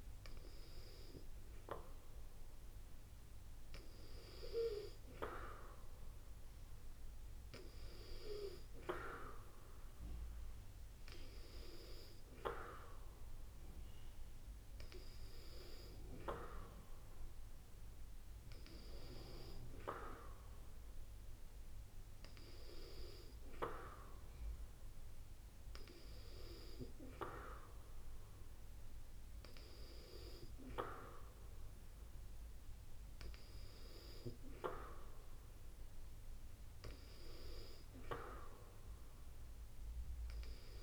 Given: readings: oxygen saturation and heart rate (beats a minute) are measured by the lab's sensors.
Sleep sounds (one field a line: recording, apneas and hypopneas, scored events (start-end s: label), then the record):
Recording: breathing in sleep by a room microphone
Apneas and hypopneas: none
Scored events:
none scored
From the record:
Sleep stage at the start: N2 (light sleep)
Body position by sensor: on the back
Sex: female